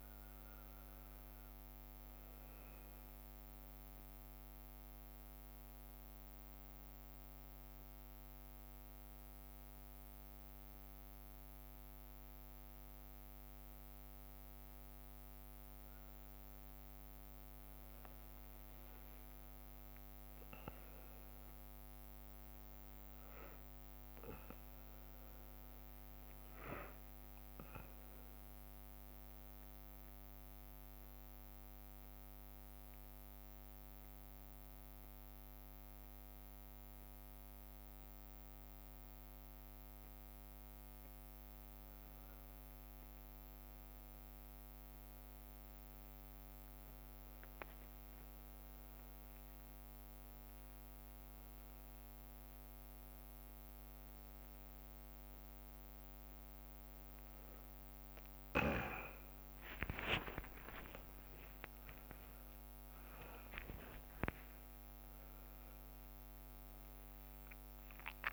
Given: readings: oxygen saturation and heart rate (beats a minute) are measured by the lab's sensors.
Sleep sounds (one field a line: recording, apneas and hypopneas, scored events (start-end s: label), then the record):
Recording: a person awake in a sleep study, by a microphone on the trachea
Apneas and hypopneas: none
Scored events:
0.00-9.00 s: leg movement (device-marked)
43.00-51.00 s: leg movement (device-marked)
59.50-63.50 s: leg movement (device-marked)
61.00-63.00 s: long interval between heartbeats (device-marked, heart rate 63 before, 79 extreme)
61.00-67.00 s: tachycardia (device-marked, heart rate 70 before, 116 extreme)
64.50-66.50 s: long interval between heartbeats (device-marked, heart rate 66 before, 116 extreme)
From the record:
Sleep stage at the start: awake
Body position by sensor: on the back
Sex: male